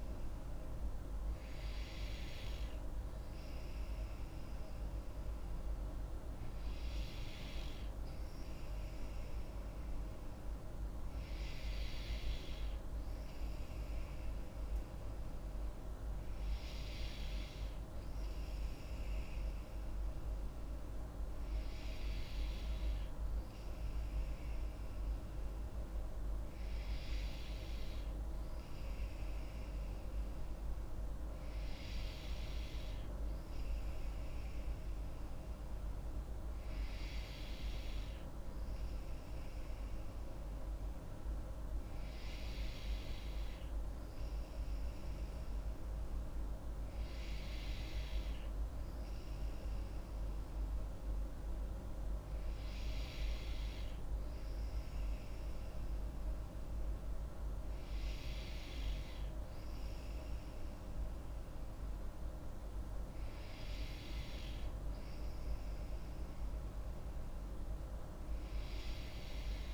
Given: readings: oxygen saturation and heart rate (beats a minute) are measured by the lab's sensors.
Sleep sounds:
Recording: breathing in sleep, hard to hear, by a room microphone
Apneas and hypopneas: none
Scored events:
none scored
From the record:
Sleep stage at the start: N3 (deep sleep)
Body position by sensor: on the back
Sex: female

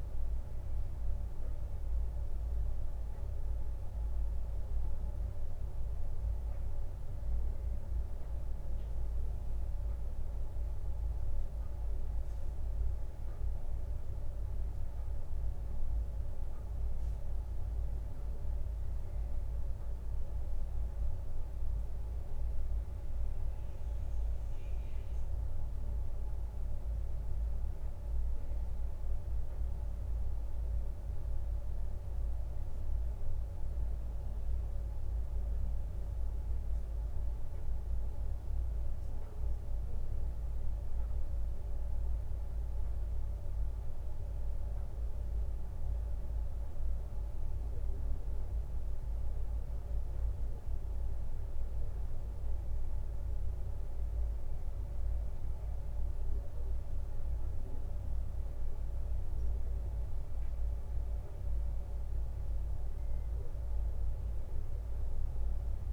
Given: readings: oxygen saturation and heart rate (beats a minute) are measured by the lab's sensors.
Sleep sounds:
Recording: breathing in sleep, hard to hear, by a room microphone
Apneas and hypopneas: none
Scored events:
52.00-65.93 s: new sleep stage, N2 (light sleep)
From the record:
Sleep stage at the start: N1 (lightest sleep)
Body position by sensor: on the right side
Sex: male

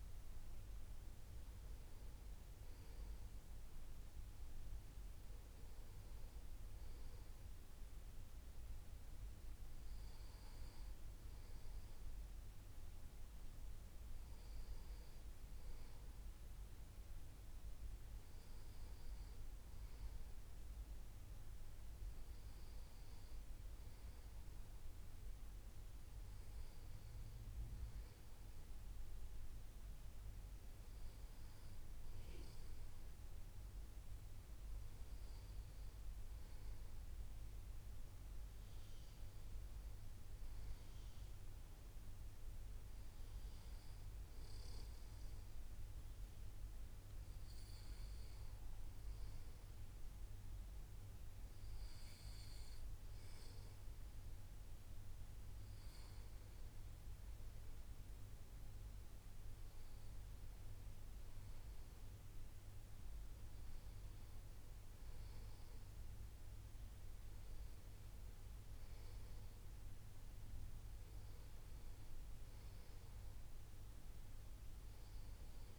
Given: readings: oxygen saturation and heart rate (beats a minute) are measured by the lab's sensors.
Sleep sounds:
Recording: breathing in sleep, hard to hear, by a room microphone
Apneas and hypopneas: none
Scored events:
none scored
From the record:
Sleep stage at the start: N2 (light sleep)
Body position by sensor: on the back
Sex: male

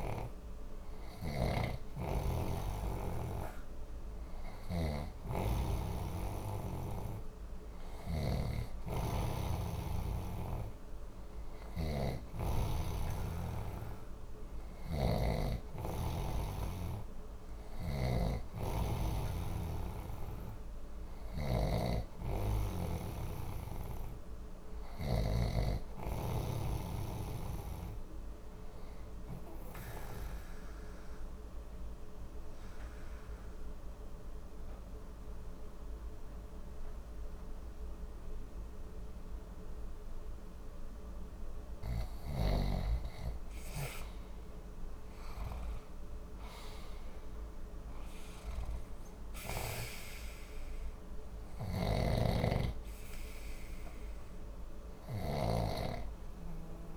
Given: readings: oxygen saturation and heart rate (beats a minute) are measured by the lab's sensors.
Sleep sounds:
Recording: breathing in sleep by a room microphone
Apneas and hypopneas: 1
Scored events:
1.00-5.50 s: snoring (device-marked)
7.50-25.50 s: snoring (device-marked)
30.50-43.00 s: obstructive apnea (oxygen 93% before, 87% lowest, heart rate 62 before, 60 extreme, up 4 after)
45.50-48.50 s: arousal
49.00-56.97 s: new sleep stage, REM sleep
51.50-55.50 s: snoring (device-marked)
From the record:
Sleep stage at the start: N2 (light sleep)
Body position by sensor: on the left side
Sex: male

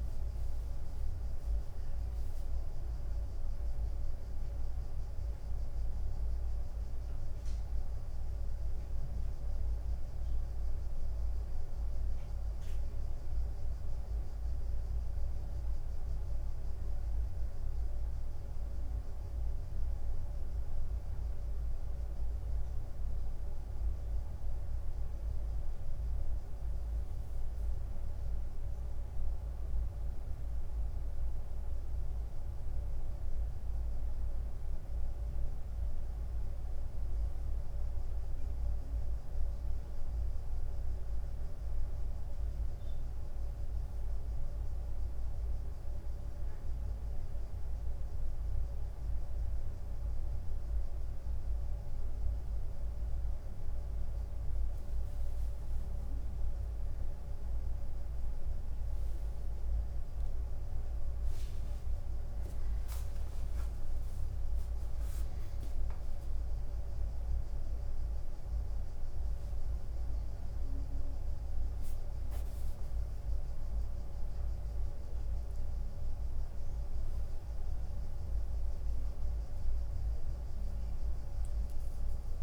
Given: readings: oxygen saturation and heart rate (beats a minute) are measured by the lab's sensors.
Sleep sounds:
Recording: a person awake in a sleep study, hard to hear, by a room microphone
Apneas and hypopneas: none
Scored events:
none scored
From the record:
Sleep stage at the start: awake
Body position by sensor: on the right side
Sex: male

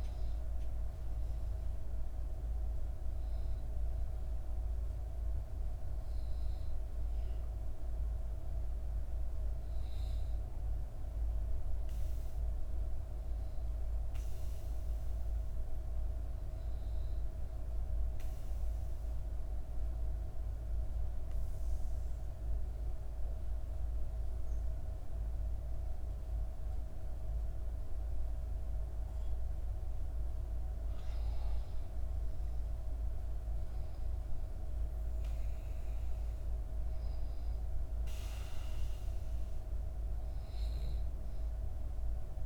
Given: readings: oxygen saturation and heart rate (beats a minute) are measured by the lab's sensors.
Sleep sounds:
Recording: breathing in sleep, hard to hear, by a room microphone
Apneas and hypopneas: 1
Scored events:
11.50-15.00 s: arousal
17.00-30.50 s: obstructive apnea (oxygen 96% before, 91% lowest, heart rate 64 before, 60 extreme, up 4 after)
31.00-35.00 s: arousal
33.50-42.45 s: oxygen desaturation (device-marked, oxygen 95% before, 91% lowest, heart rate 63 before, 60 extreme)
From the record:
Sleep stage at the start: N2 (light sleep)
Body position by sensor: on the back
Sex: female

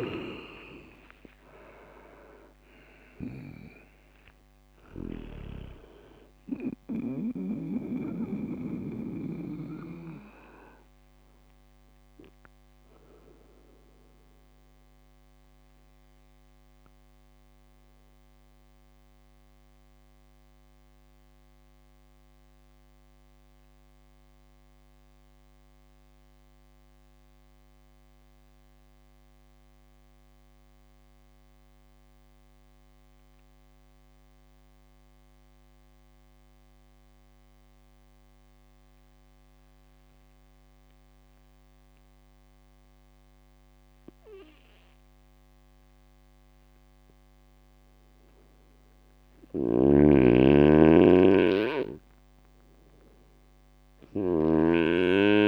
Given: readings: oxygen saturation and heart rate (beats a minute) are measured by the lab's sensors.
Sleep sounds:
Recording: breathing in sleep by a microphone on the trachea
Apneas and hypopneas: 1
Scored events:
0.00-7.00 s: snoring (device-marked)
16.00-49.00 s: obstructive apnea (oxygen 98% before, 96% lowest)
49.00-55.48 s: snoring (device-marked)
50.50-54.00 s: arousal
From the record:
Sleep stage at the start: N2 (light sleep)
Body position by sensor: on the right side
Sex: male

